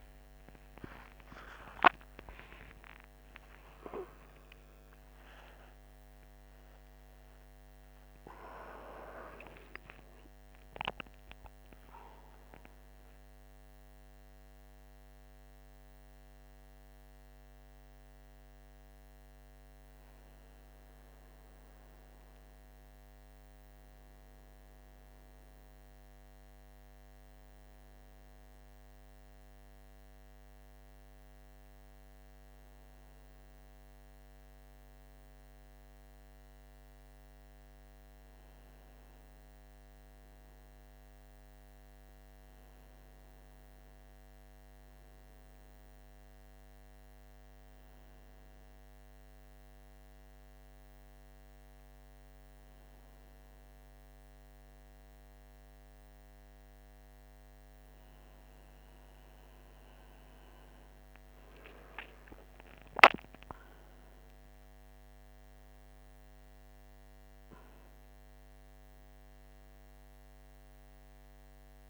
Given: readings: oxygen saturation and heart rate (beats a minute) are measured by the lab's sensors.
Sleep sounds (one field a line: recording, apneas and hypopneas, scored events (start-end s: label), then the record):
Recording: a person awake in a sleep study, by a microphone on the trachea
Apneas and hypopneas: none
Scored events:
none scored
From the record:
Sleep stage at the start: awake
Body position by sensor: on the right side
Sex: male